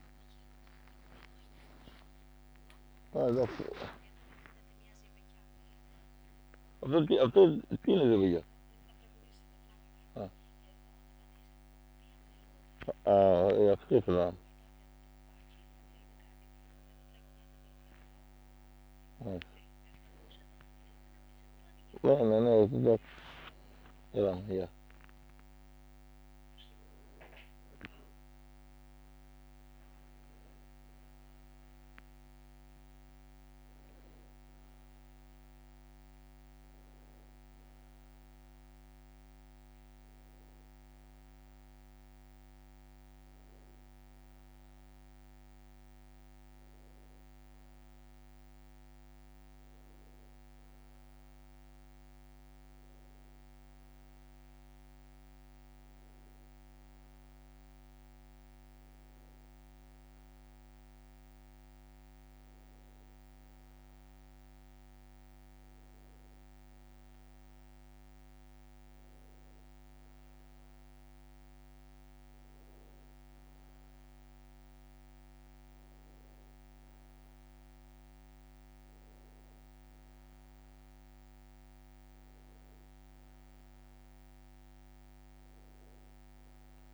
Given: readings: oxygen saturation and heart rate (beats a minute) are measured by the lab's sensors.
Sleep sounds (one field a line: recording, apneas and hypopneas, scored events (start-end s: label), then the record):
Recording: a person partly awake in a sleep study, by a microphone on the trachea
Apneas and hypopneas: none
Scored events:
0.00-7.50 s: snoring (device-marked)
2.00-4.00 s: long interval between heartbeats (device-marked, heart rate 63 before, 85 extreme)
4.50-6.50 s: long interval between heartbeats (device-marked, heart rate 66 before, 89 extreme)
7.50-9.50 s: long interval between heartbeats (device-marked, heart rate 71 before, 78 extreme)
29.50-86.94 s: new sleep stage, N1 (lightest sleep)
From the record:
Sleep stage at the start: awake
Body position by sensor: on the back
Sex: male